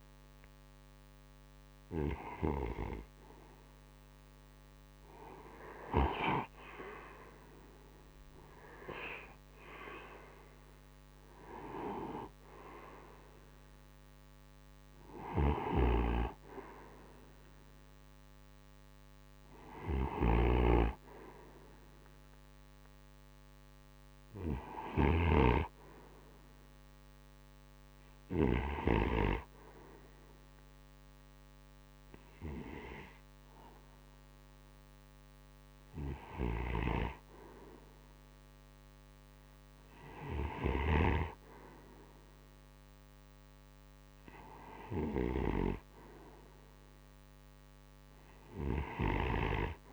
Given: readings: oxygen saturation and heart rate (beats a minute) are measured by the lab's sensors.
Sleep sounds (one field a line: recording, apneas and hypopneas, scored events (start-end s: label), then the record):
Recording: breathing in sleep by a microphone on the trachea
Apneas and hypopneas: 1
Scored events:
5.00-8.50 s: arousal
14.50-28.00 s: snoring (device-marked)
23.00-33.00 s: oxygen desaturation (device-marked, oxygen 89% before, 85% lowest, heart rate 58 before, 34 extreme)
28.00-39.00 s: hypopnea (oxygen 89% before, 85% lowest, heart rate 54 before, 34 extreme, up 7 after)
41.50-45.50 s: arousal
From the record:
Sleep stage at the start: N2 (light sleep)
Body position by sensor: on the right side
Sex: male